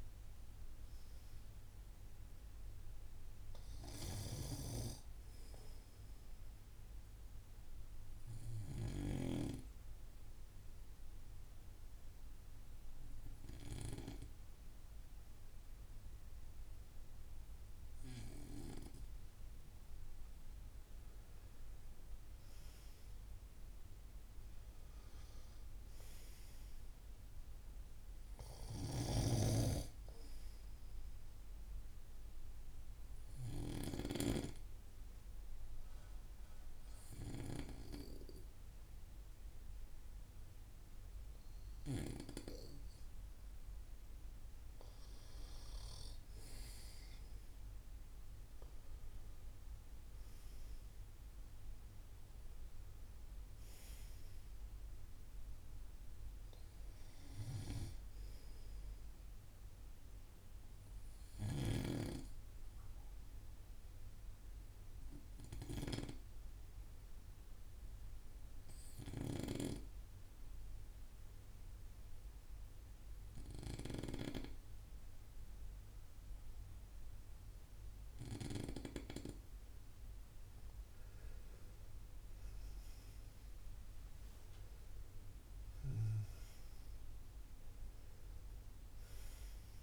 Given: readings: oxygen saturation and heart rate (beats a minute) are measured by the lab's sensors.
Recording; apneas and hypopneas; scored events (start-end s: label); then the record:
breathing in sleep by a room microphone; 3
8.00-19.50 s: obstructive apnea (oxygen 96% before, 93% lowest)
21.50-25.50 s: arousal
32.00-43.50 s: obstructive apnea (oxygen 96% before, 92% lowest, heart rate 36 before, 38 extreme, up 12 after)
45.50-48.50 s: arousal
62.50-79.50 s: obstructive apnea (oxygen 95% before, 92% lowest, heart rate 48 before, 28 extreme, up 21 after)
80.50-84.50 s: arousal
From the record:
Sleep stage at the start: N2 (light sleep); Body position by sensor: on the right side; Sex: male